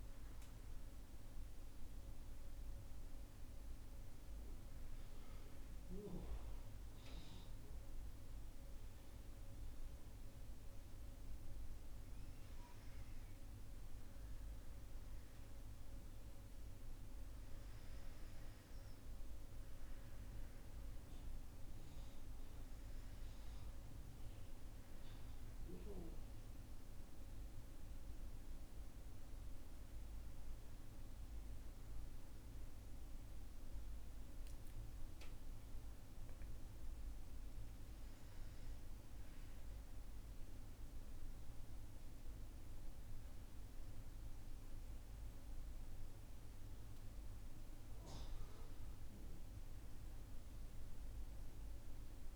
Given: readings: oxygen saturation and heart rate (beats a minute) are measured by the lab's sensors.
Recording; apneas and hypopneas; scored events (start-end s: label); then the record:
breathing in sleep, hard to hear, by a room microphone; none
20.50-34.50 s: oxygen desaturation (device-marked, oxygen 96% before, 93% lowest, heart rate 62 before, 60 extreme)
34.00-37.50 s: arousal
From the record:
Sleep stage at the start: N1 (lightest sleep); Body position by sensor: on the right side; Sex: male